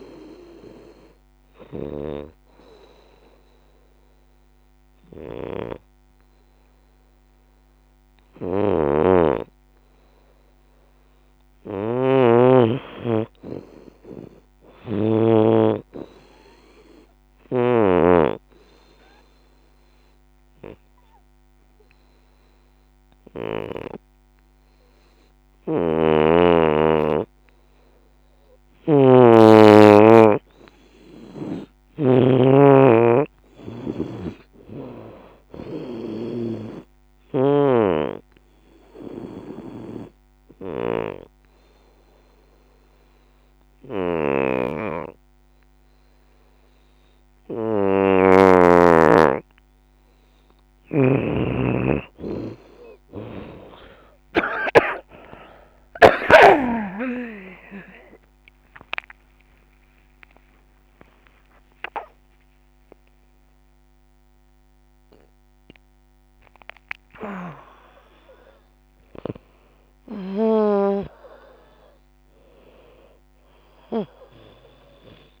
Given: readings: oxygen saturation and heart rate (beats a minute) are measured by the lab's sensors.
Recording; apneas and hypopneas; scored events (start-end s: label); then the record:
breathing in sleep by a microphone on the trachea; 3
0.00-4.00 s: drop in pulse transit time (device-marked, heart rate 56 extreme)
0.00-14.00 s: oxygen desaturation (device-marked, oxygen 82% lowest, heart rate 55 extreme)
1.00-12.00 s: obstructive apnea (oxygen 92% before, 80% lowest, heart rate 65 before, 55 extreme, up 13 after)
9.00-11.00 s: long interval between heartbeats (device-marked, heart rate 71 before, 66 extreme)
13.50-16.50 s: arousal
15.50-17.50 s: long interval between heartbeats (device-marked, heart rate 70 before, 66 extreme)
17.00-21.00 s: bradycardia (device-marked, heart rate 80 before, 59 extreme)
17.50-19.50 s: long interval between heartbeats (device-marked, heart rate 71 before, 72 extreme)
18.00-28.00 s: obstructive apnea (oxygen 94% before, 80% lowest, heart rate 70 before, 53 extreme, up 19 after)
19.00-29.00 s: oxygen desaturation (device-marked, oxygen 94% before, 88% lowest, heart rate 70 before, 53 extreme)
29.00-33.50 s: arousal
29.50-31.50 s: long interval between heartbeats (device-marked, heart rate 65 before, 74 extreme)
32.00-42.00 s: drop in pulse transit time (device-marked, heart rate 66 before, 59 extreme)
32.50-34.50 s: long interval between heartbeats (device-marked, heart rate 66 before, 63 extreme)
35.00-50.00 s: oxygen desaturation (device-marked, oxygen 90% before, 82% lowest, heart rate 66 before, 53 extreme)
37.50-39.50 s: long interval between heartbeats (device-marked, heart rate 66 before, 69 extreme)
38.00-49.00 s: obstructive apnea (oxygen 94% before, 80% lowest, heart rate 66 before, 53 extreme, up 31 after)
40.00-46.00 s: bradycardia (device-marked, heart rate 79 before, 53 extreme)
41.00-43.00 s: long interval between heartbeats (device-marked, heart rate 67 before, 73 extreme)
51.00-54.50 s: arousal
55.00-71.00 s: drop in pulse transit time (device-marked, heart rate 66 before, 77 extreme)
56.00-75.40 s: oxygen desaturation (device-marked, oxygen 91% before, 80% lowest, heart rate 67 before, 63 extreme)
59.00-61.00 s: long interval between heartbeats (device-marked, heart rate 69 before, 102 extreme)
59.00-75.40 s: new sleep stage, N1 (lightest sleep)
61.00-63.00 s: long interval between heartbeats (device-marked, heart rate 73 before, 125 extreme)
71.00-75.00 s: arousal
From the record:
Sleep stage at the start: N2 (light sleep); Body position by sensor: on the right side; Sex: female